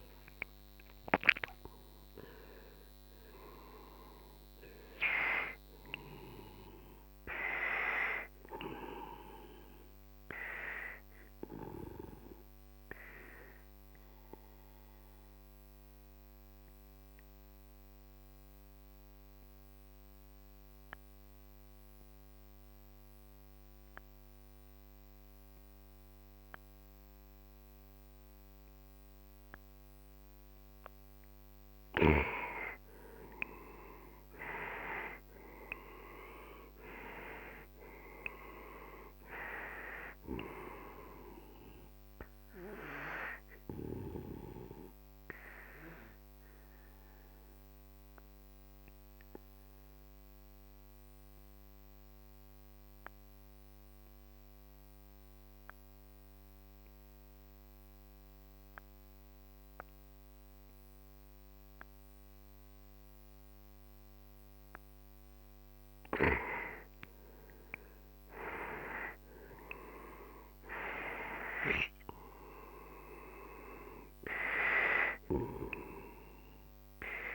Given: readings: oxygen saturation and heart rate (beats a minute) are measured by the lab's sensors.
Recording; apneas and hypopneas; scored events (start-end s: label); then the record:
breathing in sleep by a microphone on the trachea; 2
0.00-1.00 s: arousal
1.00-19.00 s: oxygen desaturation (device-marked, oxygen 98% before, 92% lowest, heart rate 54 before, 47 extreme)
11.00-30.00 s: obstructive apnea (oxygen 98% before, 91% lowest, heart rate 61 before, 46 extreme, up 10 after)
33.00-37.50 s: arousal
33.00-58.00 s: oxygen desaturation (device-marked, oxygen 97% before, 91% lowest, heart rate 53 before, 46 extreme)
45.00-65.00 s: obstructive apnea (oxygen 97% before, 90% lowest, heart rate 59 before, 43 extreme, up 16 after)
68.00-73.00 s: arousal
68.00-77.35 s: oxygen desaturation (device-marked, oxygen 98% before, 92% lowest, heart rate 51 before, 43 extreme)
From the record:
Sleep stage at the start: N2 (light sleep); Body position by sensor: on the right side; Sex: male